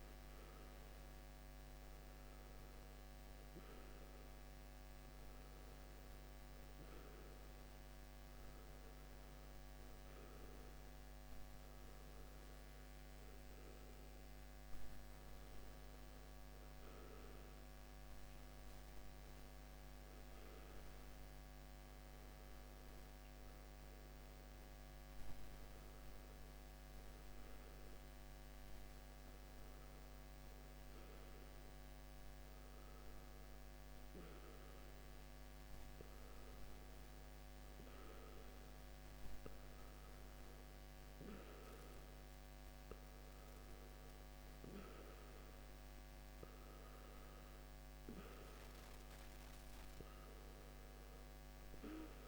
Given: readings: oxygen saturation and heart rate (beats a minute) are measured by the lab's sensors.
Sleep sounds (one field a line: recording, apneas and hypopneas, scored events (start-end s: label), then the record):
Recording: breathing in sleep, hard to hear, by a microphone on the trachea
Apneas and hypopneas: none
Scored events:
none scored
From the record:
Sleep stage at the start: N1 (lightest sleep)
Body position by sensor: on the back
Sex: male